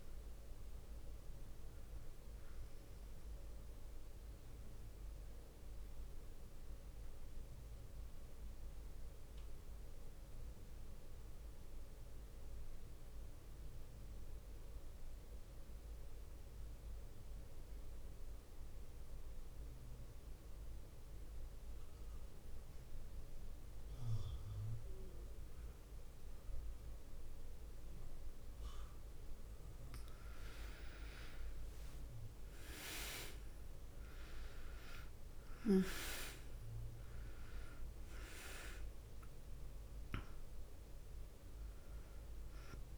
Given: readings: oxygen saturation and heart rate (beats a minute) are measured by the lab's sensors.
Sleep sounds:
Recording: breathing in sleep by a room microphone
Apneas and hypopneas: 1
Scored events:
0.00-14.50 s: oxygen desaturation (device-marked, oxygen 92% lowest, heart rate 49 extreme)
4.00-28.50 s: mixed apnea (oxygen 100% before, 89% lowest, heart rate 56 before, 49 extreme, up 8 after)
30.00-36.00 s: arousal
33.50-42.97 s: oxygen desaturation (device-marked, oxygen 99% before, 91% lowest, heart rate 51 before, 50 extreme)
From the record:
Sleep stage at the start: N2 (light sleep)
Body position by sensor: on the back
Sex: female

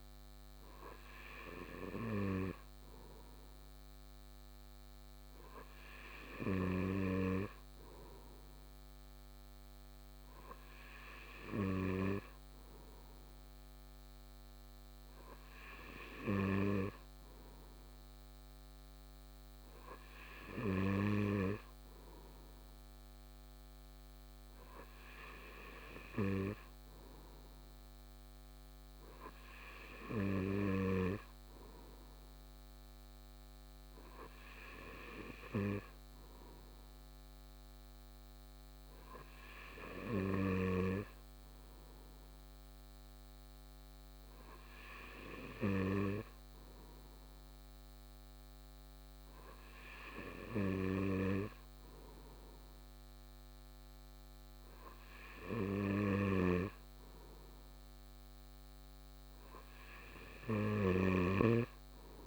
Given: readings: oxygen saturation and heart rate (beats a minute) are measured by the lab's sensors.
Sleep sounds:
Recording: breathing in sleep by a microphone on the trachea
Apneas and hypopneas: none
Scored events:
none scored
From the record:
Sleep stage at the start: N2 (light sleep)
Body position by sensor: on the right side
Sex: male

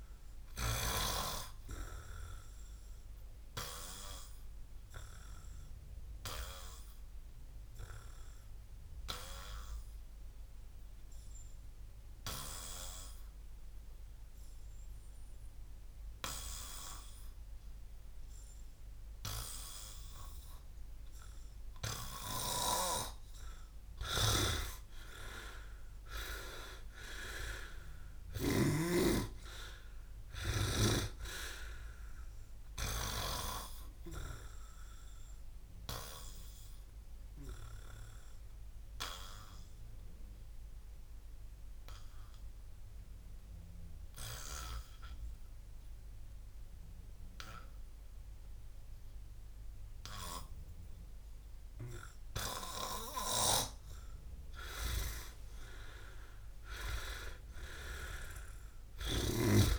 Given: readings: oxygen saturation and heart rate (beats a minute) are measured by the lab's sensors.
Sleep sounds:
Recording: breathing in sleep by a room microphone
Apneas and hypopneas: 2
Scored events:
1.00-24.50 s: obstructive apnea (oxygen 98% before, 92% lowest, heart rate 64 before, 57 extreme, up 34 after)
5.00-24.00 s: oxygen desaturation (device-marked, oxygen 98% before, 92% lowest, heart rate 68 before, 57 extreme)
24.00-29.00 s: snoring (device-marked)
26.50-31.00 s: arousal
34.00-52.50 s: obstructive apnea (oxygen 99% before, 94% lowest, heart rate 72 before, 57 extreme, up 11 after)
55.00-58.50 s: arousal
From the record:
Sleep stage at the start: N2 (light sleep)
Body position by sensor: on the back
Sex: male

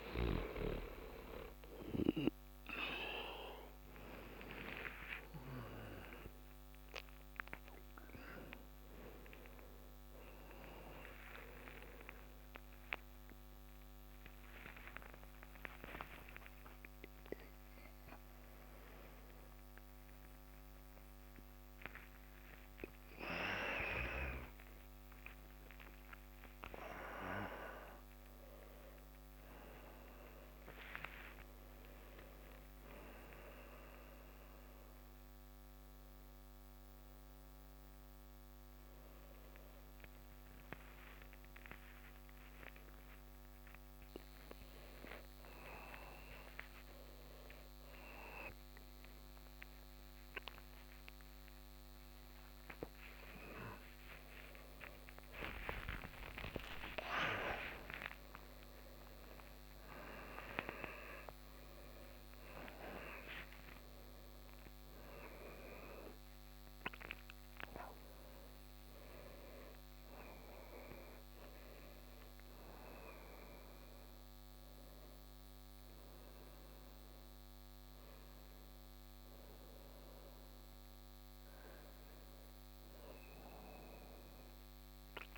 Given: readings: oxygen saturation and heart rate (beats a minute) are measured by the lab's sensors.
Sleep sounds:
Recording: a person awake in a sleep study, by a microphone on the trachea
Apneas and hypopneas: none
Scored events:
62.00-73.00 s: oxygen desaturation (device-marked, oxygen 99% before, 95% lowest)
From the record:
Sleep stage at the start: awake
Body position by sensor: on the back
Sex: male

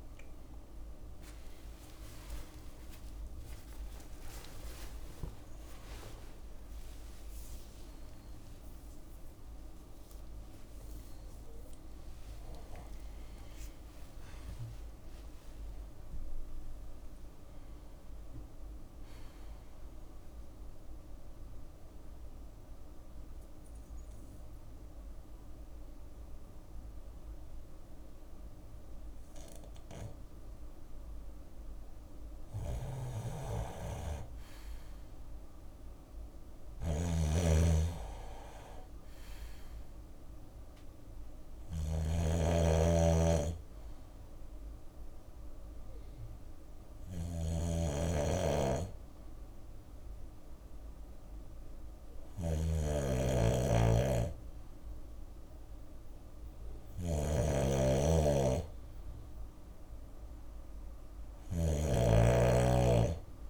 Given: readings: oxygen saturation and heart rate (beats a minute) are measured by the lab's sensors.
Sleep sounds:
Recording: a person partly awake in a sleep study, by a room microphone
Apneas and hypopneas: 2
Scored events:
0.00-1.50 s: drop in pulse transit time (device-marked, heart rate 80 extreme)
13.50-63.50 s: new sleep stage, N2 (light sleep)
14.50-23.50 s: drop in pulse transit time (device-marked, heart rate 79 before, 67 extreme)
19.00-31.50 s: mixed apnea (oxygen 98% before, 93% lowest, heart rate 77 before, 57 extreme, up 4 after)
32.00-61.00 s: snoring (device-marked)
34.00-37.50 s: arousal
40.50-45.50 s: bradycardia (device-marked, heart rate 64 before, 57 extreme)
41.50-57.50 s: oxygen desaturation (device-marked, oxygen 97% before, 93% lowest, heart rate 62 before, 57 extreme)
44.00-56.00 s: hypopnea (oxygen 97% before, 93% lowest, heart rate 61 before, 57 extreme, up 4 after)
From the record:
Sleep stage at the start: awake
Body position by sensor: on the left side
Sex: male

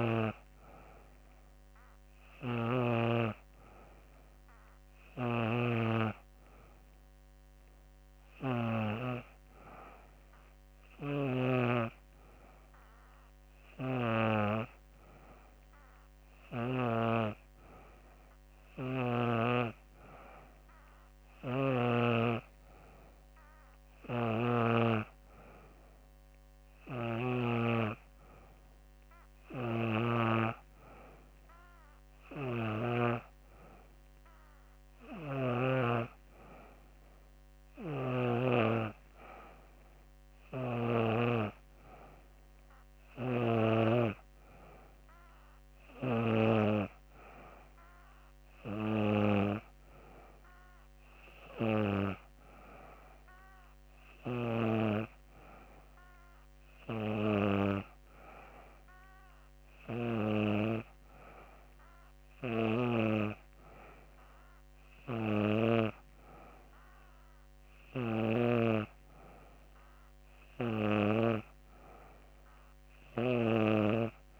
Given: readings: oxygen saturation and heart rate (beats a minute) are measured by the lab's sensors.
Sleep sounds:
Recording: breathing in sleep by a microphone on the trachea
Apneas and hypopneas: none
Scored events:
71.00-74.39 s: new sleep stage, N3 (deep sleep)
From the record:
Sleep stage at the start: N2 (light sleep)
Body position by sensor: on the back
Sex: female

